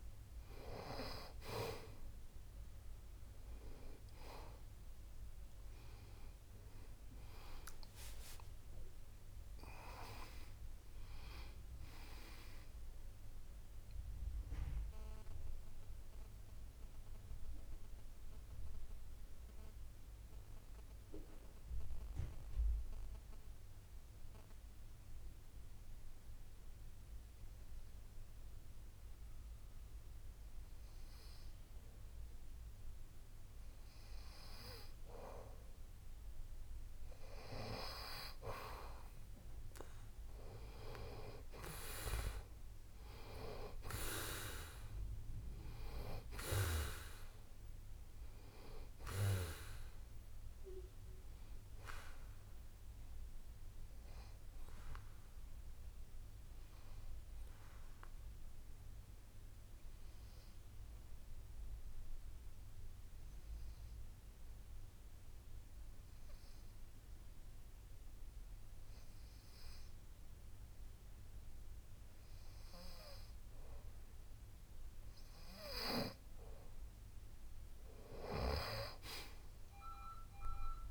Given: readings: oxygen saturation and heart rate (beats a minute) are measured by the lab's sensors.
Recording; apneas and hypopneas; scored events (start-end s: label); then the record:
breathing in sleep by a room microphone; 2
0.00-8.50 s: oxygen desaturation (device-marked, oxygen 92% lowest)
7.50-11.50 s: arousal
16.00-33.00 s: obstructive apnea (oxygen 96% before, 93% lowest)
37.00-41.50 s: arousal
41.50-66.50 s: oxygen desaturation (device-marked, oxygen 97% before, 93% lowest)
55.50-73.50 s: obstructive apnea (oxygen 97% before, 93% lowest)
78.50-80.91 s: arousal
From the record:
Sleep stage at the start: N2 (light sleep); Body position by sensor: on the back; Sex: male